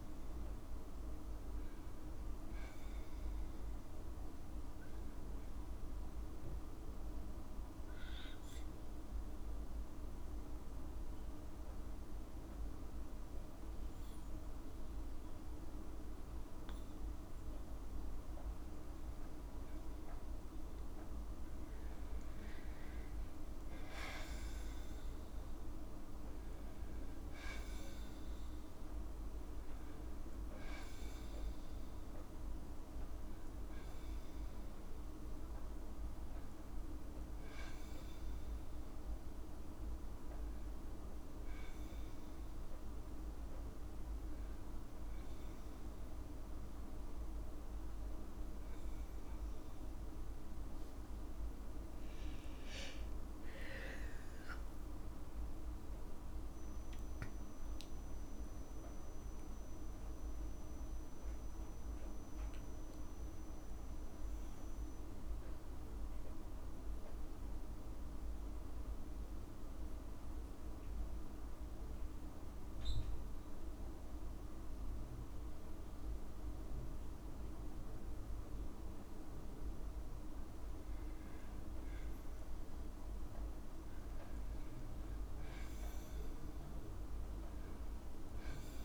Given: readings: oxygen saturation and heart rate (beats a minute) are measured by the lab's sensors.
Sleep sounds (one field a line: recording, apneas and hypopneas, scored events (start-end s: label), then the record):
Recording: breathing in sleep, hard to hear, by a room microphone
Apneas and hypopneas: 2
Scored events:
7.00-18.50 s: mixed apnea (oxygen 98% before, 95% lowest, heart rate 59 before, 59 extreme, up 4 after)
21.00-24.00 s: arousal
52.50-56.50 s: arousal
69.00-81.00 s: mixed apnea (oxygen 98% before, 95% lowest, heart rate 60 before, 56 extreme, up 6 after)
83.00-86.50 s: arousal
From the record:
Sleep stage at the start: N2 (light sleep)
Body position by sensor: on the back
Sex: female